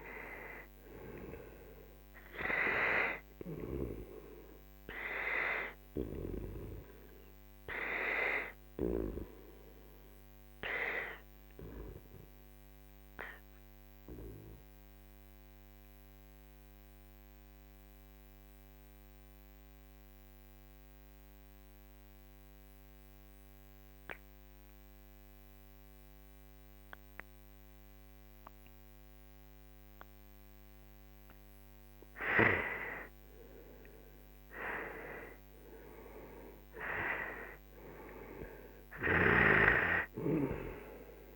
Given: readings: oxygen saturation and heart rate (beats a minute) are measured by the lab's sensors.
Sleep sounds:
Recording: breathing in sleep by a microphone on the trachea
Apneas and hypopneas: 1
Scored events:
0.00-10.00 s: oxygen desaturation (device-marked, oxygen 91% lowest, heart rate 39 extreme)
7.00-32.50 s: obstructive apnea (oxygen 98% before, 91% lowest, heart rate 55 before, 41 extreme, up 14 after)
35.00-38.00 s: arousal
38.00-41.36 s: oxygen desaturation (device-marked, oxygen 98% before, 92% lowest, heart rate 51 before, 42 extreme)
From the record:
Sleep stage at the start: N2 (light sleep)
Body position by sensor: on the right side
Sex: male

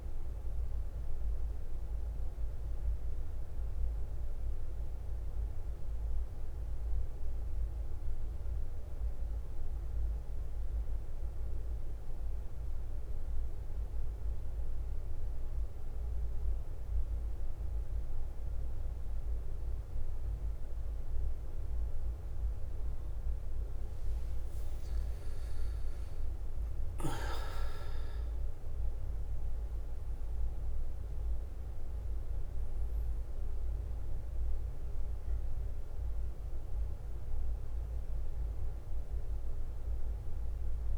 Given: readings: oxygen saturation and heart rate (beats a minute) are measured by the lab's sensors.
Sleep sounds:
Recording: breathing in sleep, hard to hear, by a room microphone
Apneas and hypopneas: 1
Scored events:
0.00-0.50 s: arousal
0.00-40.98 s: bradycardia (device-marked, heart rate 51 before, 42 extreme)
6.00-21.00 s: obstructive apnea (oxygen 99% before, 94% lowest, heart rate 49 before, 44 extreme, up 7 after)
23.00-40.98 s: oxygen desaturation (device-marked, oxygen 98% before, 95% lowest, heart rate 50 before, 44 extreme)
24.00-27.50 s: arousal
From the record:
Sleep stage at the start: N2 (light sleep)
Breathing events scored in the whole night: 259 in 4.3 hours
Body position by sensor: on the back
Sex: male

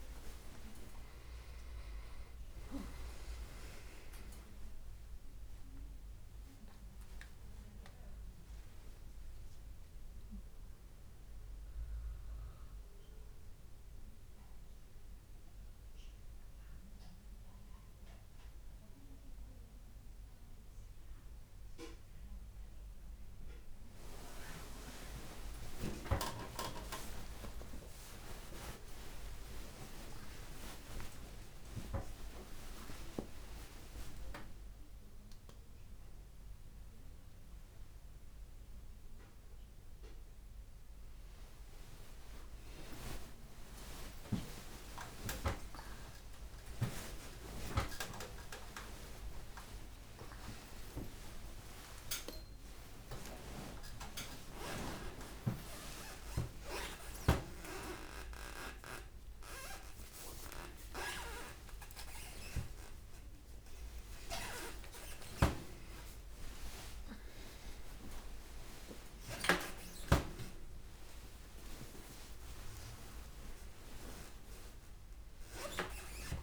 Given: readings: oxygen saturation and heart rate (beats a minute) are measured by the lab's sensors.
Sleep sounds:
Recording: a person awake in a sleep study, by a room microphone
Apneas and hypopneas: none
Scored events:
none scored
From the record:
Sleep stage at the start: awake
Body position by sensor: on the back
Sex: female

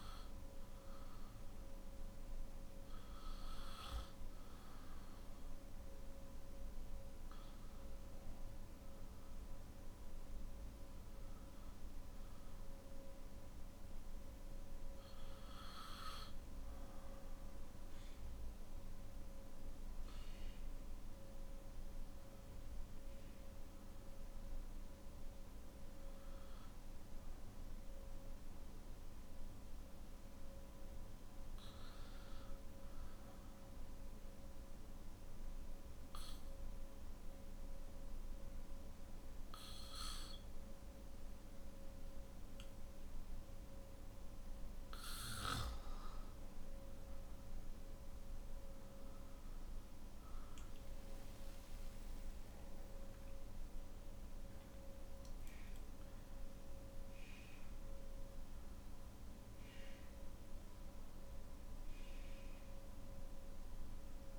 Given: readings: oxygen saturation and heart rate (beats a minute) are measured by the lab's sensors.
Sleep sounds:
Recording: breathing in sleep, hard to hear, by a room microphone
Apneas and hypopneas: 1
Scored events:
33.50-45.50 s: obstructive apnea (oxygen 97% before, 93% lowest, heart rate 52 before, 52 extreme, up 8 after)
52.50-64.39 s: oxygen desaturation (device-marked, oxygen 96% before, 93% lowest, heart rate 56 before, 52 extreme)
From the record:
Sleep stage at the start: N3 (deep sleep)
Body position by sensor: on the back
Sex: male

